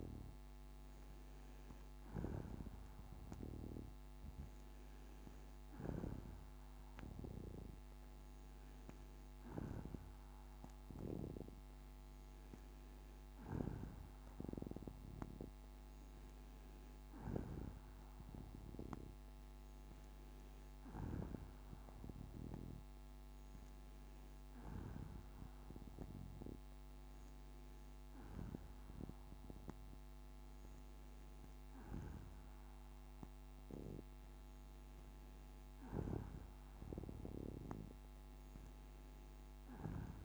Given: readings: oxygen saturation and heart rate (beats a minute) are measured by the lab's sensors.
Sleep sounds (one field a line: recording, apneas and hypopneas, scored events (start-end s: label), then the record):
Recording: breathing in sleep by a microphone on the trachea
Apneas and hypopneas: none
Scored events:
none scored
From the record:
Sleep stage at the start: N2 (light sleep)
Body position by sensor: on the back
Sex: female